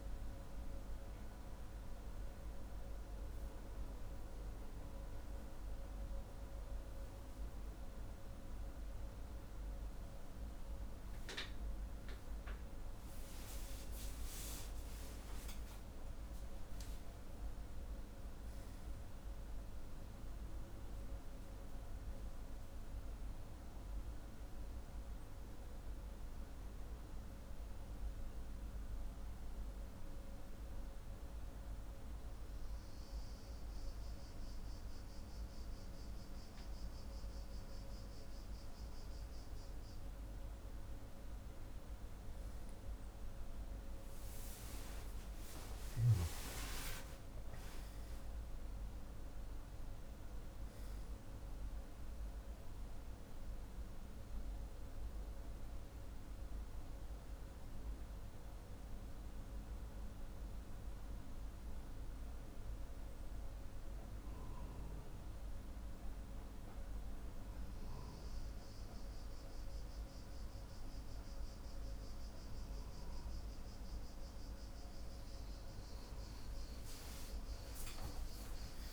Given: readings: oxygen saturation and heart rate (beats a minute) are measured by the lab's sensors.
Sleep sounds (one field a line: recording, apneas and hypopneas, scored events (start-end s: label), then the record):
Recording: breathing in sleep, hard to hear, by a room microphone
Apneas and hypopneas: 3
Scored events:
1.50-14.00 s: hypopnea (oxygen 96% before, 93% lowest, heart rate 60 before, 55 extreme, up 59 after)
16.00-19.50 s: arousal
25.50-39.00 s: hypopnea (oxygen 96% before, 93% lowest, heart rate 90 before, 54 extreme, up 5 after)
46.00-50.00 s: arousal
56.00-72.00 s: hypopnea (oxygen 96% before, 92% lowest, heart rate 60 before, 54 extreme, up 25 after)
From the record:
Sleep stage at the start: N2 (light sleep)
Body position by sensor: on the back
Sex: male